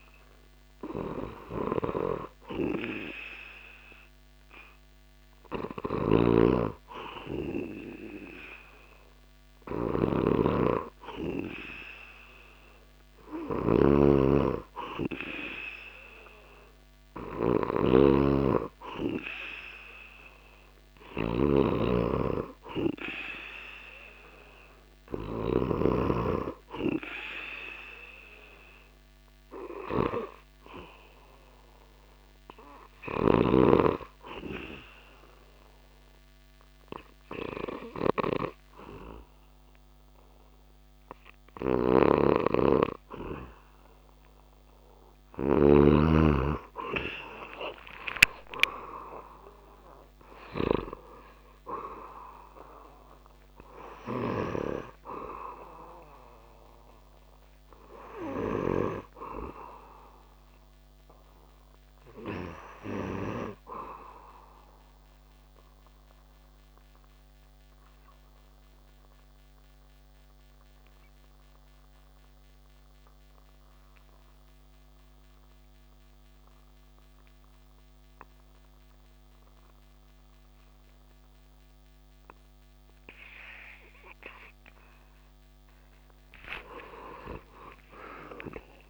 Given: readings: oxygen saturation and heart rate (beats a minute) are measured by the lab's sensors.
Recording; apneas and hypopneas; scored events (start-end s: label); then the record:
breathing in sleep by a microphone on the trachea; 2
5.00-25.00 s: snoring (device-marked)
31.00-43.50 s: obstructive apnea (oxygen 99% before, 89% lowest)
41.00-50.00 s: snoring (device-marked)
45.50-50.00 s: arousal
58.50-88.90 s: new sleep stage, REM sleep
64.00-84.50 s: obstructive apnea (oxygen 98% before, 85% lowest)
85.50-88.90 s: arousal
From the record:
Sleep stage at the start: N2 (light sleep); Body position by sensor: on the back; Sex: male